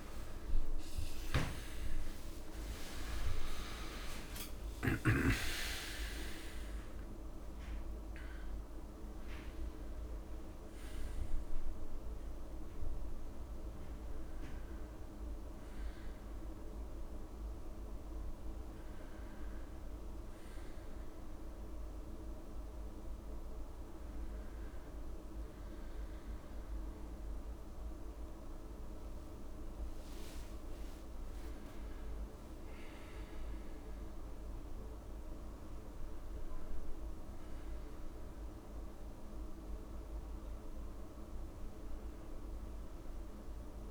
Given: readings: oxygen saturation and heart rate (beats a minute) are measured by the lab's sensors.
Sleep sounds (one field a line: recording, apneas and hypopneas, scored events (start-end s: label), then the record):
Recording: a person awake in a sleep study, hard to hear, by a room microphone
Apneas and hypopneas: none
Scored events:
43.50-43.91 s: new sleep stage, N1 (lightest sleep)
From the record:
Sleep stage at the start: awake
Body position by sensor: on the back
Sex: male